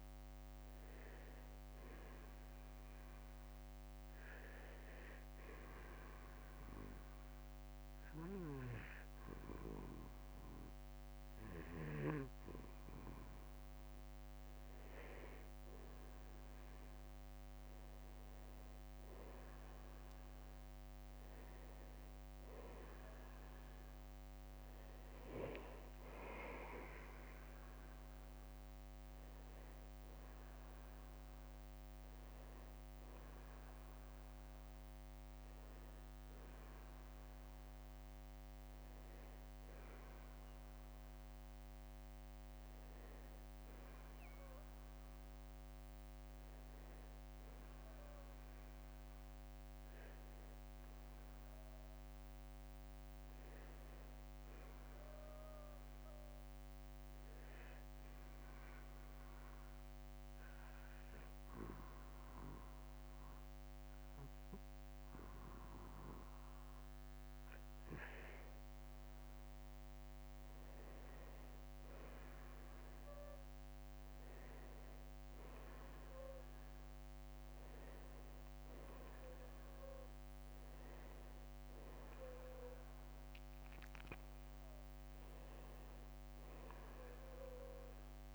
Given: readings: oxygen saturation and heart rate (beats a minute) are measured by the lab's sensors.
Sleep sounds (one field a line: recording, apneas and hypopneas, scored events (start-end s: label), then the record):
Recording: breathing in sleep by a microphone on the trachea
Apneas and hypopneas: 2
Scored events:
4.50-15.00 s: obstructive apnea (oxygen 94% before, 89% lowest, heart rate 62 before, 54 extreme, up 7 after)
6.00-8.00 s: long interval between heartbeats (device-marked, heart rate 62 before, 57 extreme)
18.50-20.50 s: long interval between heartbeats (device-marked, heart rate 60 before, 54 extreme)
18.50-22.00 s: arousal
33.50-35.50 s: long interval between heartbeats (device-marked, heart rate 59 before, 60 extreme)
34.00-39.00 s: oxygen desaturation (device-marked, oxygen 92% before, 89% lowest, heart rate 59 before, 47 extreme)
41.50-45.50 s: arousal
57.00-68.00 s: obstructive apnea (oxygen 94% before, 89% lowest, heart rate 57 before, 48 extreme, up 4 after)
70.00-73.00 s: arousal
From the record:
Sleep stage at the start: N2 (light sleep)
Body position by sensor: on the back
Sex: male